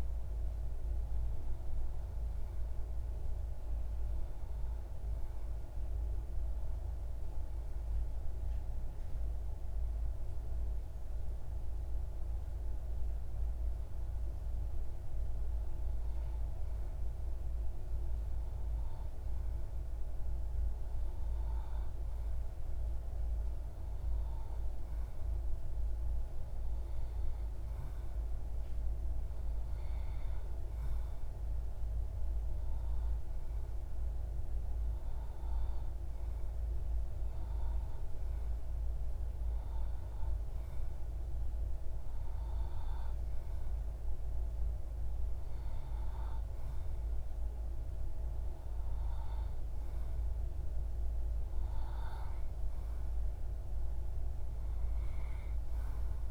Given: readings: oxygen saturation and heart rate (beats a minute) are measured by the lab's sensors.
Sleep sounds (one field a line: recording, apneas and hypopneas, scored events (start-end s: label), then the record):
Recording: breathing in sleep, hard to hear, by a room microphone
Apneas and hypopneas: none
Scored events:
none scored
From the record:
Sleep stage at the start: REM sleep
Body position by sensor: on the back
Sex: male